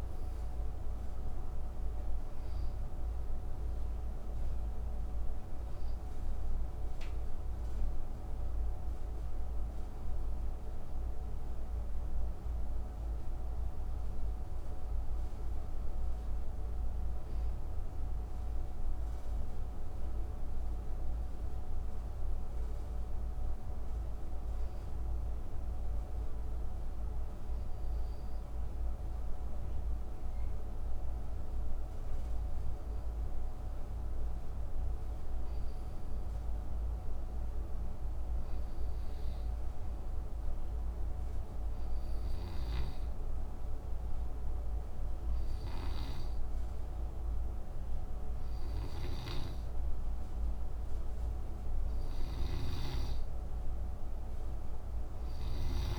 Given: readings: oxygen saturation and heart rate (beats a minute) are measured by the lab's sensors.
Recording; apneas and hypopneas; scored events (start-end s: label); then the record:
breathing in sleep, hard to hear, by a room microphone; 1
0.00-15.50 s: oxygen desaturation (device-marked, oxygen 81% lowest, heart rate 53 extreme)
20.50-51.00 s: hypopnea (oxygen 99% before, 89% lowest, heart rate 62 before, 58 extreme, up 7 after)
35.50-55.99 s: oxygen desaturation (device-marked, oxygen 97% before, 90% lowest, heart rate 59 before, 58 extreme)
52.50-55.99 s: snoring (device-marked)
54.00-55.99 s: arousal
From the record:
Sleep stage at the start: N2 (light sleep); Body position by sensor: on the back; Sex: male